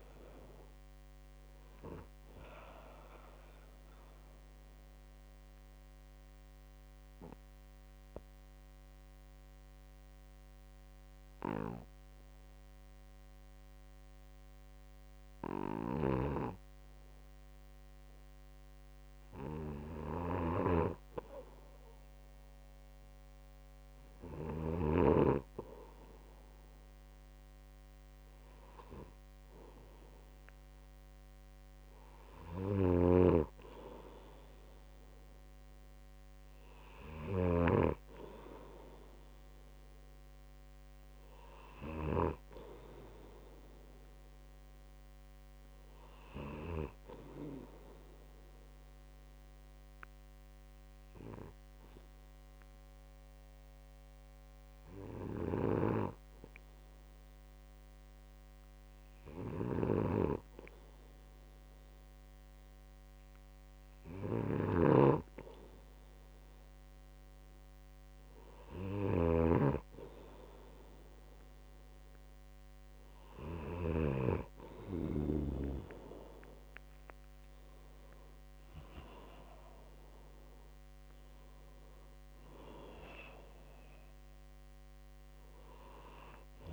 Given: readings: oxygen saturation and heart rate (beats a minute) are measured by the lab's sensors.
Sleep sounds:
breathing in sleep by a microphone on the trachea; 2
4.50-17.00 s: obstructive apnea (oxygen 99% before, 94% lowest, heart rate 66 before, 62 extreme, up 1 after)
16.50-25.50 s: snoring (device-marked)
19.50-23.50 s: arousal
33.50-47.50 s: snoring (device-marked)
35.00-50.00 s: oxygen desaturation (device-marked, oxygen 98% before, 94% lowest, heart rate 64 before, 61 extreme)
49.00-61.50 s: hypopnea (oxygen 98% before, 95% lowest, heart rate 63 before, 63 extreme, up 2 after)
56.00-74.50 s: snoring (device-marked)
67.00-71.50 s: arousal
From the record:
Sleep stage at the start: N2 (light sleep); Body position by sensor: on the right side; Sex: male

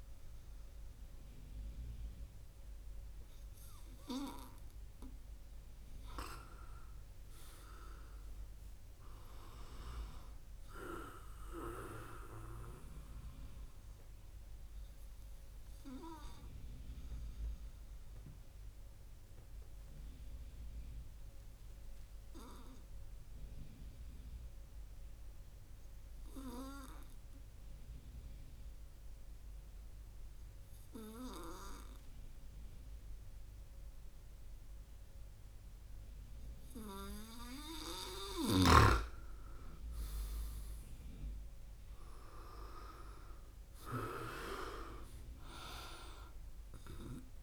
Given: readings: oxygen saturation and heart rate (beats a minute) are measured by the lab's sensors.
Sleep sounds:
breathing in sleep by a room microphone; 1
16.00-38.00 s: obstructive apnea (oxygen 99% before, 96% lowest)
41.50-45.00 s: arousal
From the record:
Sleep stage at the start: N2 (light sleep); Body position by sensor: on the right side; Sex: male

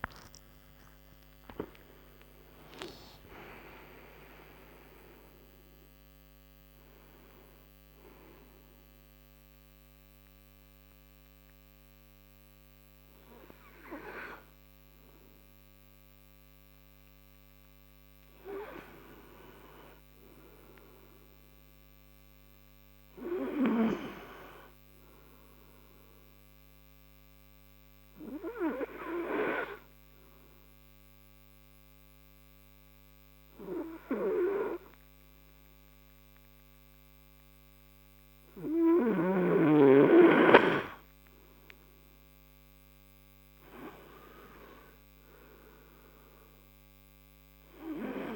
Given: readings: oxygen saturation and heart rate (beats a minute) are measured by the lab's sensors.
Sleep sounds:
breathing in sleep by a microphone on the trachea; 1
0.00-5.00 s: tachycardia (device-marked, heart rate 119 extreme)
5.00-19.00 s: oxygen desaturation (device-marked, oxygen 95% before, 92% lowest, heart rate 94 before, 55 extreme)
26.00-39.00 s: obstructive apnea (oxygen 98% before, 89% lowest, heart rate 70 before, 55 extreme, up 18 after)
30.00-40.00 s: oxygen desaturation (device-marked, oxygen 98% before, 94% lowest, heart rate 63 before, 55 extreme)
41.50-44.50 s: arousal
47.00-48.36 s: oxygen desaturation (device-marked, oxygen 97% before, 91% lowest, heart rate 60 before, 57 extreme)
From the record:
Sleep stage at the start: N2 (light sleep); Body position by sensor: on the right side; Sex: male

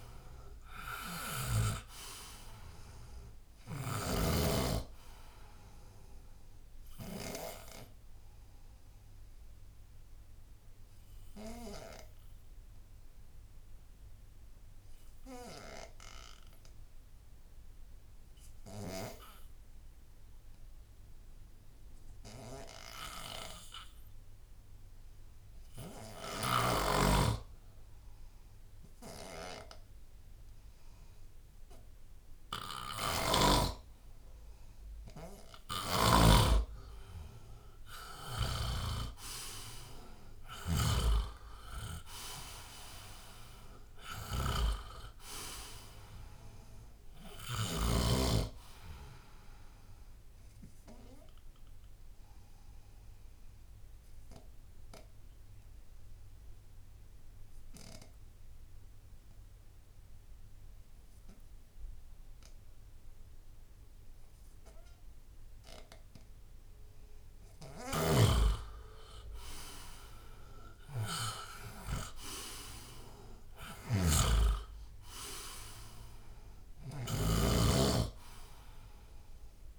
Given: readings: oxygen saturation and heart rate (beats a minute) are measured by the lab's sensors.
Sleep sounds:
breathing in sleep by a room microphone; 2
0.00-1.50 s: snoring (device-marked)
0.00-21.50 s: oxygen desaturation (device-marked, oxygen 87% lowest, heart rate 48 extreme)
8.50-25.50 s: obstructive apnea (oxygen 98% before, 87% lowest, heart rate 77 before, 48 extreme)
26.50-30.50 s: bradycardia (device-marked, heart rate 77 before, 58 extreme)
36.50-65.50 s: oxygen desaturation (device-marked, oxygen 98% before, 90% lowest, heart rate 71 before, 69 extreme)
37.00-41.50 s: arousal
40.50-48.00 s: snoring (device-marked)
51.50-68.50 s: obstructive apnea (oxygen 99% before, 87% lowest, heart rate 67 before, 69 extreme, up 15 after)
67.50-77.00 s: snoring (device-marked)
70.00-74.00 s: arousal
From the record:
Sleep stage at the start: N2 (light sleep); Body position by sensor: on the left side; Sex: male

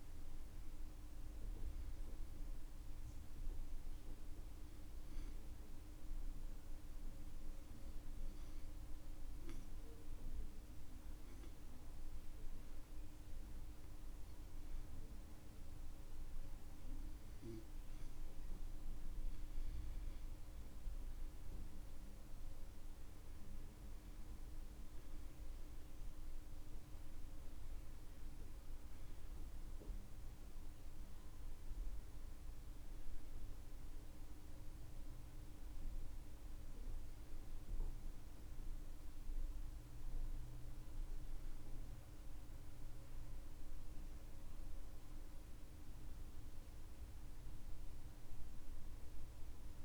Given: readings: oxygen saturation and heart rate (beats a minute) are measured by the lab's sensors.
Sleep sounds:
a person awake in a sleep study, hard to hear, by a room microphone; none
25.00-49.84 s: new sleep stage, N1 (lightest sleep)
From the record:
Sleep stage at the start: awake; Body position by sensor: on the back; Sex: male

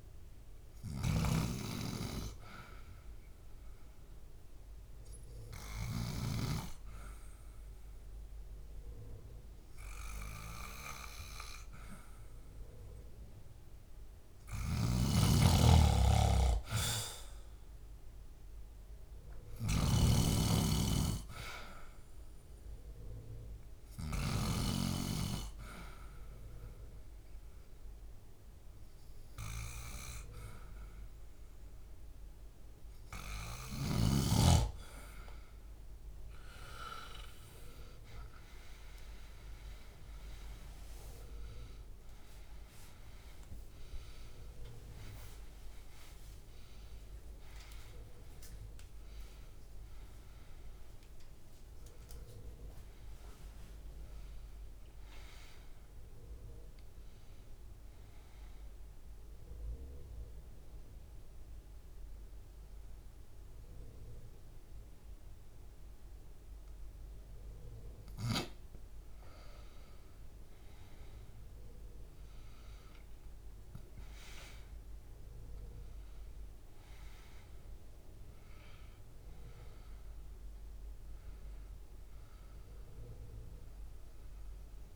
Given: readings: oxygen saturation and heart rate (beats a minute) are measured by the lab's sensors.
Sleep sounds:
a person partly awake in a sleep study, by a room microphone; 1
14.50-19.50 s: snoring (device-marked)
23.00-34.00 s: hypopnea (oxygen 97% before, 92% lowest, heart rate 73 before, 71 extreme, up 4 after)
30.50-44.50 s: oxygen desaturation (device-marked, oxygen 96% before, 92% lowest, heart rate 73 before, 72 extreme)
38.50-68.50 s: new sleep stage, awake
68.50-84.96 s: new sleep stage, N1 (lightest sleep)
From the record:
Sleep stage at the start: N2 (light sleep); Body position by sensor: on the back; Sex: male

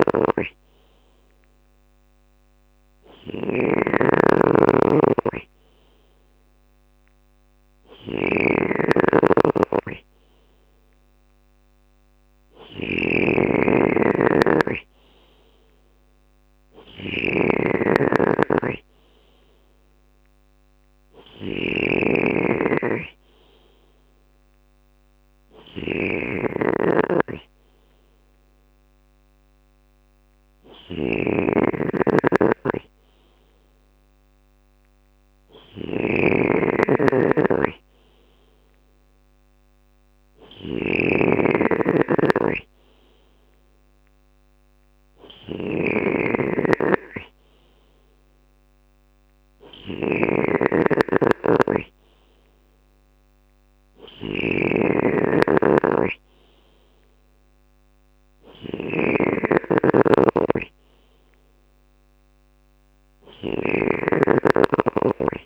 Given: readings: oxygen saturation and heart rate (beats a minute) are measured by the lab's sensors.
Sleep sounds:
breathing in sleep by a microphone on the trachea; none
0.00-65.46 s: snoring (device-marked)
26.50-37.50 s: drop in pulse transit time (device-marked, heart rate 63 before, 60 extreme)
From the record:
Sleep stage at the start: N2 (light sleep); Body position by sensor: on the left side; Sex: male

